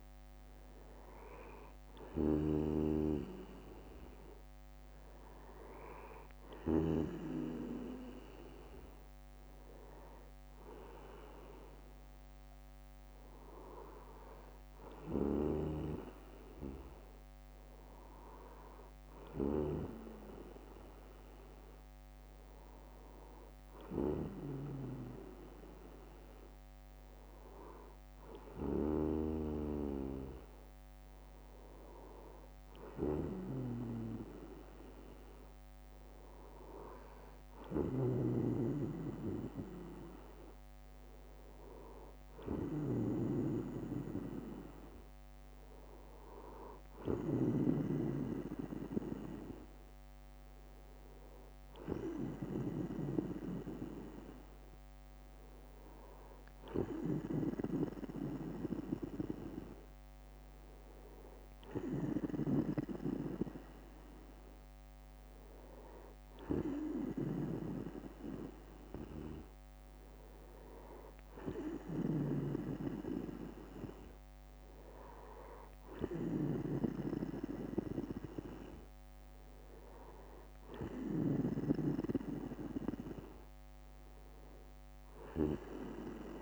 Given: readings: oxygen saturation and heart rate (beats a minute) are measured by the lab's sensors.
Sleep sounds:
breathing in sleep by a microphone on the trachea; none
1.00-3.00 s: bradycardia (device-marked, heart rate 62 before, 62 extreme)
11.00-13.00 s: bradycardia (device-marked, heart rate 62 before, 62 extreme)
21.00-23.00 s: bradycardia (device-marked, heart rate 62 before, 61 extreme)
33.00-35.00 s: bradycardia (device-marked, heart rate 62 before, 58 extreme)
53.00-55.00 s: bradycardia (device-marked, heart rate 62 before, 58 extreme)
68.00-70.00 s: bradycardia (device-marked, heart rate 62 before, 58 extreme)
78.00-84.00 s: bradycardia (device-marked, heart rate 62 before, 48 extreme)
From the record:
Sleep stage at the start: N2 (light sleep); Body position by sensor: on the back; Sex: male

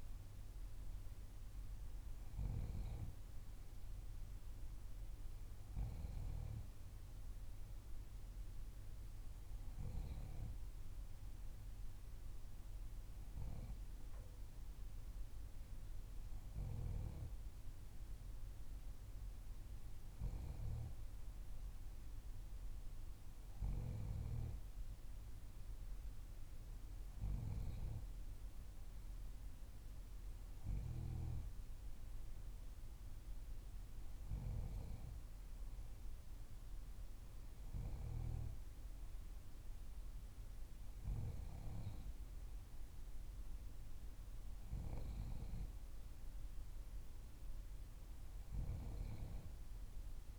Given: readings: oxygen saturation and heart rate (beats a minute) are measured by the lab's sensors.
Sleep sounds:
breathing in sleep by a room microphone; none
none scored
From the record:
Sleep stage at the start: N3 (deep sleep); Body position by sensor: on the back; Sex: female

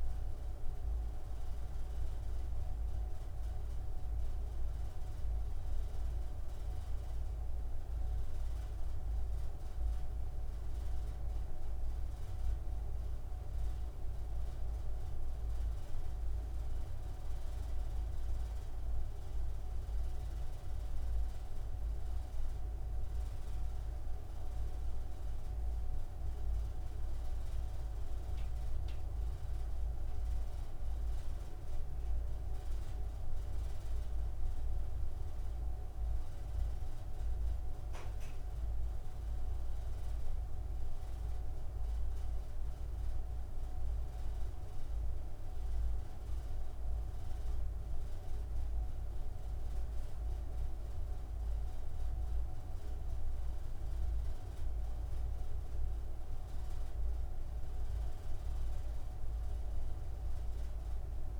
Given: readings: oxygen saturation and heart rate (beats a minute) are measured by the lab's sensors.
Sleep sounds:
breathing in sleep, hard to hear, by a room microphone; none
none scored
From the record:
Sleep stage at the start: N2 (light sleep); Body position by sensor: on the front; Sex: male

